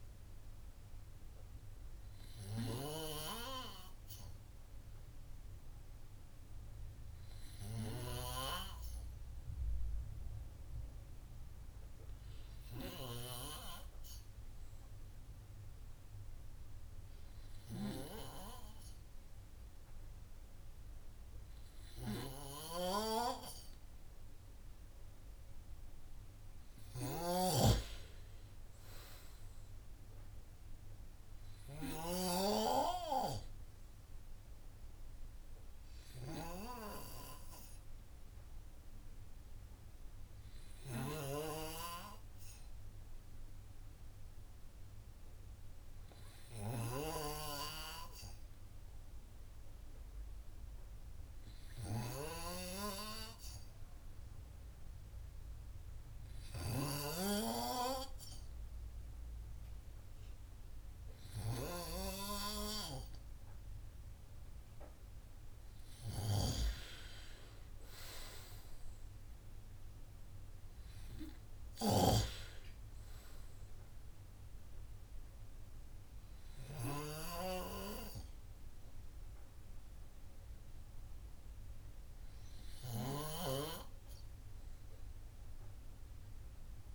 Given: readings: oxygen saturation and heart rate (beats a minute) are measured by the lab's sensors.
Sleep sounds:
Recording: breathing in sleep by a room microphone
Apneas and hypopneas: 1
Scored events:
0.00-3.50 s: snoring (device-marked)
27.00-32.50 s: snoring (device-marked)
28.00-31.00 s: arousal
35.00-63.50 s: hypopnea (oxygen 97% before, 94% lowest, heart rate 56 before, 52 extreme, up 3 after)
41.50-47.50 s: snoring (device-marked)
56.50-62.00 s: snoring (device-marked)
65.50-68.50 s: arousal
72.00-83.50 s: snoring (device-marked)
From the record:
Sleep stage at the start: N2 (light sleep)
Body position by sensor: on the right side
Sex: male

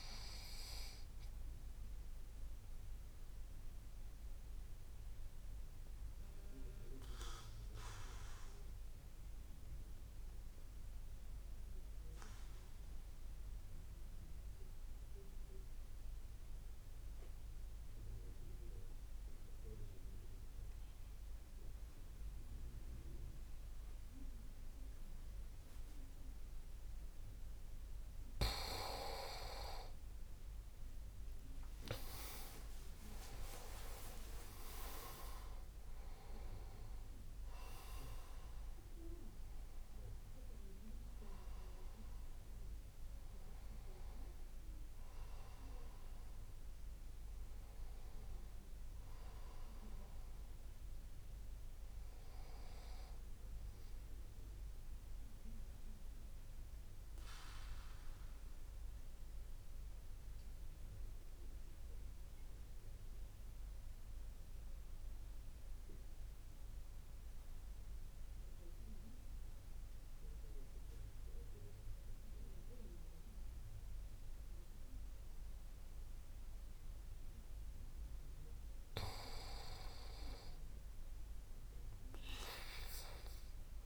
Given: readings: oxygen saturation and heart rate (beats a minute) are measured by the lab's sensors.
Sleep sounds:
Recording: breathing in sleep by a room microphone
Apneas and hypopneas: 2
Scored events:
0.00-12.00 s: oxygen desaturation (device-marked, oxygen 90% lowest)
2.50-27.50 s: obstructive apnea (oxygen 96% before, 90% lowest)
30.50-35.00 s: arousal
31.00-59.00 s: oxygen desaturation (device-marked, oxygen 98% before, 92% lowest)
31.50-37.50 s: leg movement (device-marked)
55.50-78.50 s: mixed apnea (oxygen 98% before, 92% lowest)
79.00-83.50 s: arousal
From the record:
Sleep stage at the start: N2 (light sleep)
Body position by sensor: on the back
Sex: male

